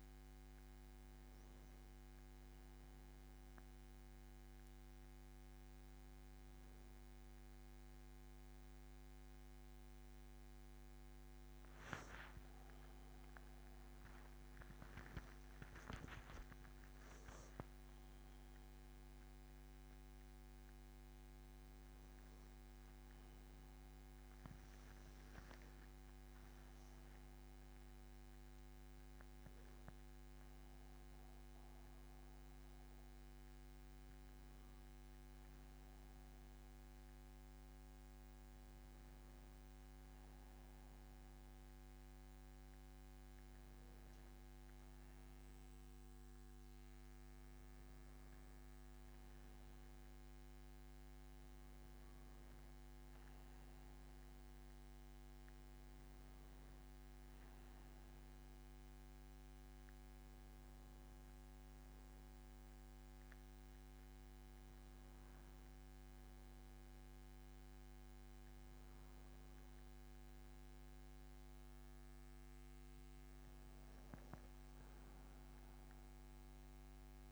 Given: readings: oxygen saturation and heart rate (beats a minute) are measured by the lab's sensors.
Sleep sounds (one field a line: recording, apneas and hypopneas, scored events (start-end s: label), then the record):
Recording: a person partly awake in a sleep study, hard to hear, by a microphone on the trachea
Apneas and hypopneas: none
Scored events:
29.00-77.32 s: new sleep stage, N1 (lightest sleep)
From the record:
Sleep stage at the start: awake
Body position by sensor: on the back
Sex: male